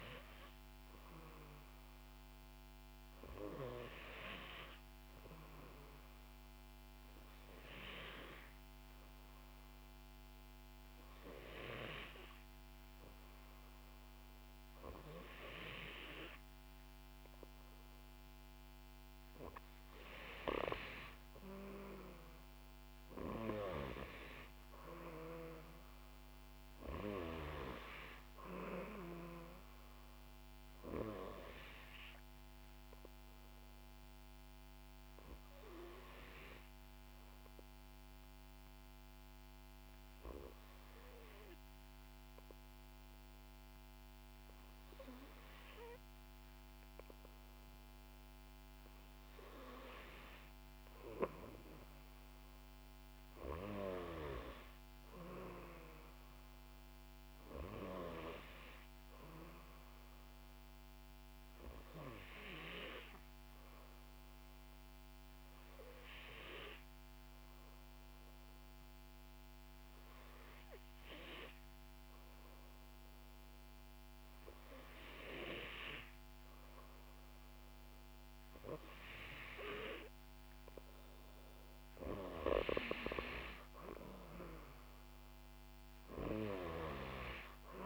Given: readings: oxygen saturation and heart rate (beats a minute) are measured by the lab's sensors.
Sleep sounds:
breathing in sleep by a microphone on the trachea; 3
6.00-19.50 s: hypopnea (oxygen 93% before, 90% lowest, heart rate 63 before, 61 extreme, up 2 after)
22.00-26.00 s: arousal
31.50-48.50 s: hypopnea (oxygen 93% before, 90% lowest, heart rate 65 before, 60 extreme, up 3 after)
50.50-54.00 s: arousal
63.00-74.00 s: obstructive apnea (oxygen 93% before, 90% lowest, heart rate 62 before, 60 extreme, up 5 after)
75.50-79.00 s: arousal
From the record:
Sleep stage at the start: N2 (light sleep); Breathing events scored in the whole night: 415 in 6.4 hours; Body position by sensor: on the back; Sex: female

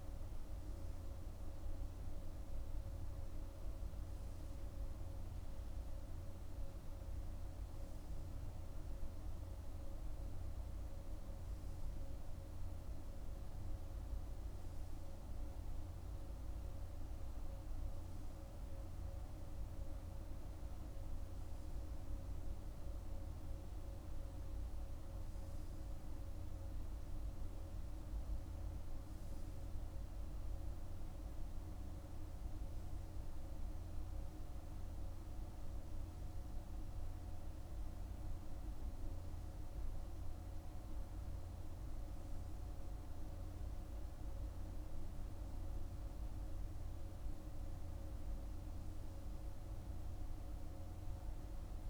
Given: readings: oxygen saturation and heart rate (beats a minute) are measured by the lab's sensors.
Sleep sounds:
breathing in sleep, hard to hear, by a room microphone; none
none scored
From the record:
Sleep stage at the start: N3 (deep sleep); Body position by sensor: on the right side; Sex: male

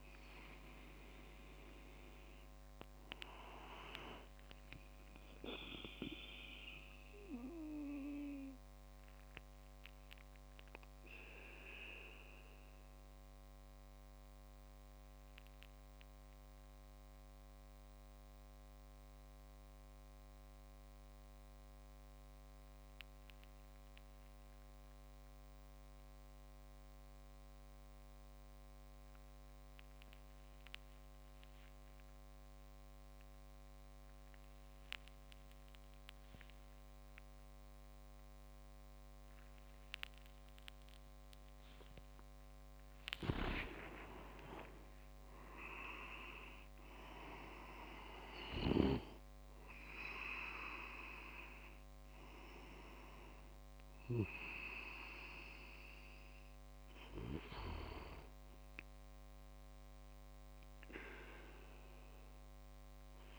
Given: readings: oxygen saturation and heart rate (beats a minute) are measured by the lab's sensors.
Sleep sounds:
breathing in sleep by a microphone on the trachea; 1
0.00-3.00 s: oxygen desaturation (device-marked, oxygen 93% lowest, heart rate 39 extreme)
6.50-42.00 s: obstructive apnea (oxygen 97% before, 94% lowest, heart rate 62 before, 41 extreme, up 8 after)
31.00-32.50 s: leg movement (device-marked)
44.00-47.50 s: arousal
From the record:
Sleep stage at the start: N2 (light sleep); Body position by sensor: on the back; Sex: male

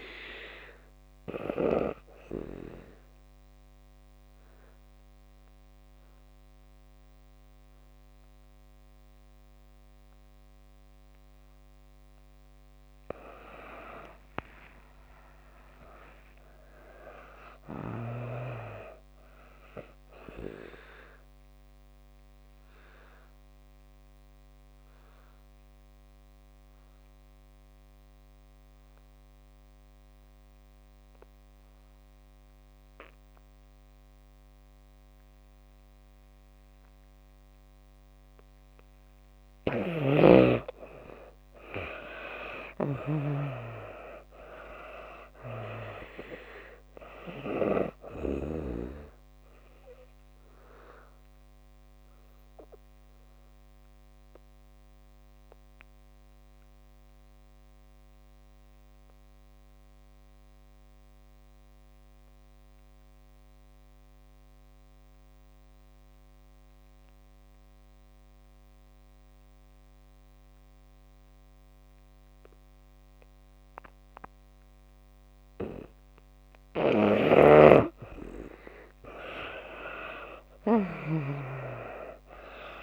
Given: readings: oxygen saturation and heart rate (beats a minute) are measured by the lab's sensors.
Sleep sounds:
breathing in sleep by a microphone on the trachea; 3
0.00-25.50 s: oxygen desaturation (device-marked, oxygen 76% lowest)
2.50-12.50 s: obstructive apnea (oxygen 95% before, 75% lowest)
13.50-17.50 s: arousal
20.50-40.00 s: obstructive apnea (oxygen 95% before, 74% lowest)
32.50-39.50 s: oxygen desaturation (device-marked, oxygen 97% before, 89% lowest)
41.50-68.50 s: oxygen desaturation (device-marked, oxygen 96% before, 75% lowest)
42.50-46.50 s: arousal
50.00-76.00 s: obstructive apnea (oxygen 97% before, 73% lowest)
70.50-82.83 s: oxygen desaturation (device-marked, oxygen 97% before, 73% lowest)
77.50-81.00 s: arousal
From the record:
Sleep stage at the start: N2 (light sleep); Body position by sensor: on the back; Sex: female

